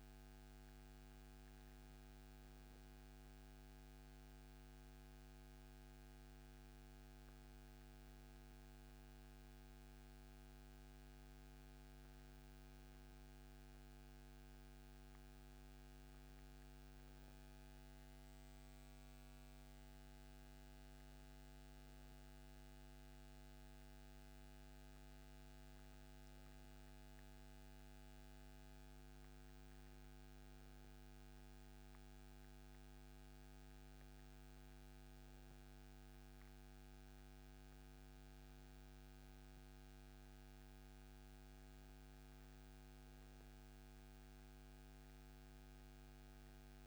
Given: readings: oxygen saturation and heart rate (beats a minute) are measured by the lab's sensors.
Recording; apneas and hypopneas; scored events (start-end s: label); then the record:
breathing in sleep, hard to hear, by a microphone on the trachea; none
none scored
From the record:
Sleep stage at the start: N2 (light sleep); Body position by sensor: on the right side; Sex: male